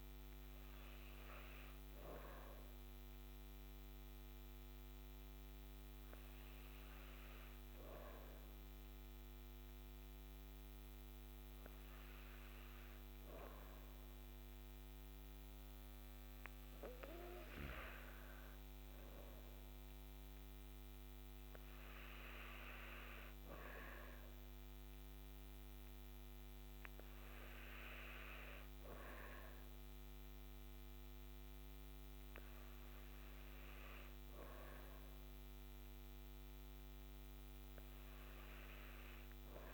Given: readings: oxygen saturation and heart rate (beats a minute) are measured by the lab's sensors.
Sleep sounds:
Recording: breathing in sleep by a microphone on the trachea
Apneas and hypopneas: none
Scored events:
0.00-15.00 s: oxygen desaturation (device-marked, oxygen 95% lowest, heart rate 83 extreme)
From the record:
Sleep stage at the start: N2 (light sleep)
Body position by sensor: on the back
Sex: female

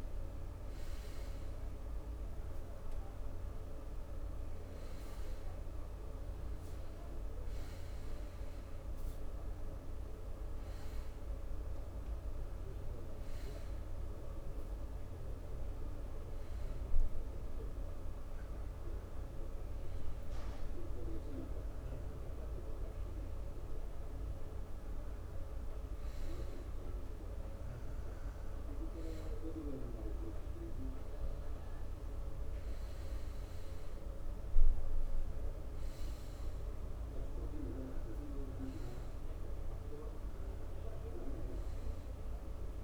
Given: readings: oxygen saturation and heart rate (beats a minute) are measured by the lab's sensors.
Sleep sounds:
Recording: breathing in sleep by a room microphone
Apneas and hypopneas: none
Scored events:
none scored
From the record:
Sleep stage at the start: N2 (light sleep)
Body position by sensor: on the front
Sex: male

